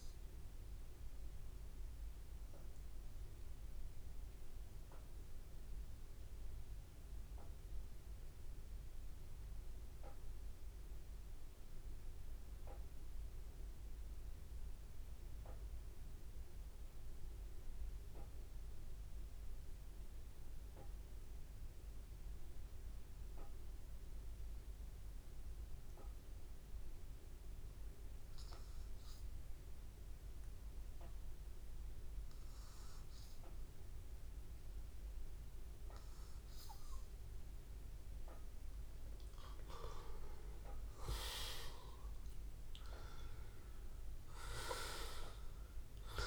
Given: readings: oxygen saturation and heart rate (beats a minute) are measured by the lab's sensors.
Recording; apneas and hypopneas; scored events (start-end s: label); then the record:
breathing in sleep by a room microphone; 1
0.00-8.50 s: oxygen desaturation (device-marked, oxygen 93% lowest, heart rate 83 extreme)
1.00-25.50 s: obstructive apnea (oxygen 97% before, 92% lowest, heart rate 86 before, 83 extreme, up 1 after)
21.50-45.50 s: oxygen desaturation (device-marked, oxygen 99% before, 94% lowest, heart rate 84 before, 84 extreme)
27.50-30.50 s: arousal
From the record:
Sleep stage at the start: N2 (light sleep); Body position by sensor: on the back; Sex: male